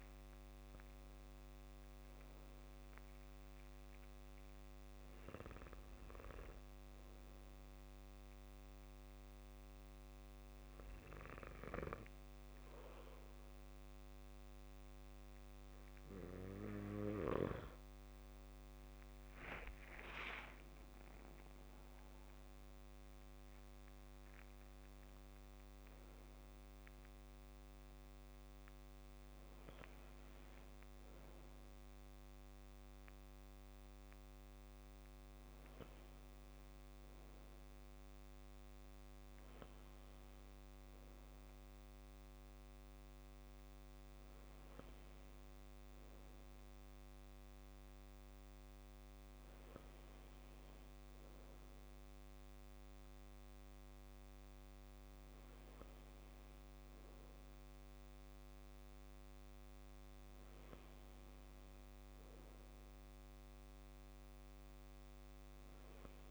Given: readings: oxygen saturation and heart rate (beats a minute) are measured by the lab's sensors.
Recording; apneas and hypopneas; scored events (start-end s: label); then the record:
breathing in sleep by a microphone on the trachea; 1
0.00-3.00 s: arousal
7.50-21.00 s: obstructive apnea (oxygen 95% before, 94% lowest, heart rate 65 before, 62 extreme, up 8 after)
22.00-25.00 s: arousal
From the record:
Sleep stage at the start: N2 (light sleep); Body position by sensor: on the back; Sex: male